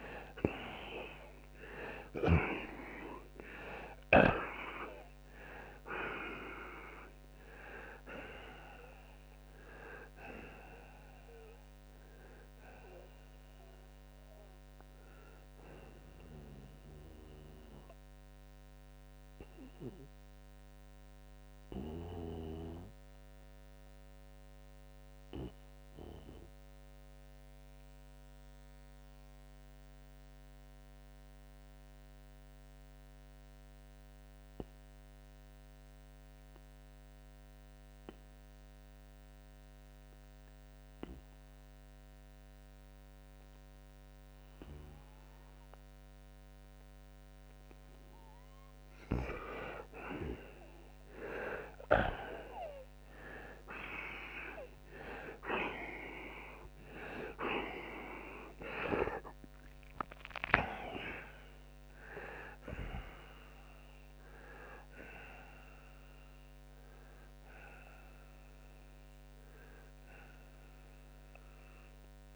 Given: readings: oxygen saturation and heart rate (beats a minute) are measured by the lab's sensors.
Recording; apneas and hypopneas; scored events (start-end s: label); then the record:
breathing in sleep by a microphone on the trachea; 1
0.00-1.50 s: arousal
17.50-48.00 s: obstructive apnea (oxygen 95% before, 83% lowest, heart rate 108 before, 64 extreme, up 29 after)
26.00-44.00 s: oxygen desaturation (device-marked, oxygen 93% before, 84% lowest, heart rate 90 before, 64 extreme)
54.50-59.00 s: arousal
From the record:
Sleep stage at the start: N2 (light sleep); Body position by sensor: on the right side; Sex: male